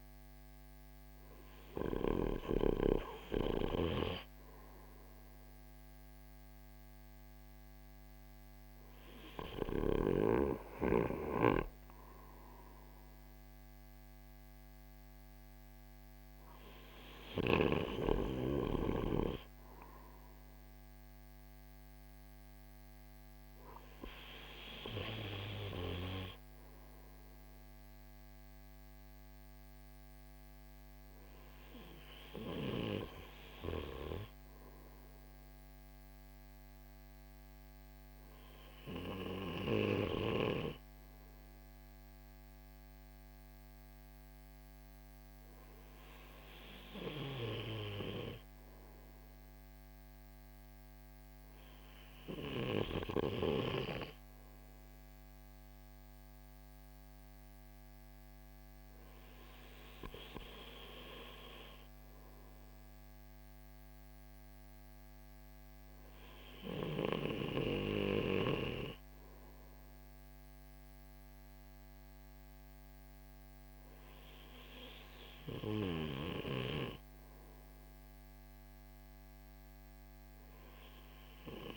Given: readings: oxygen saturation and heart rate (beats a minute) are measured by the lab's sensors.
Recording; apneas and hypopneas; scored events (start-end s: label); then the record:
breathing in sleep by a microphone on the trachea; none
none scored
From the record:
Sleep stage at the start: REM sleep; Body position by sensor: on the right side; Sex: male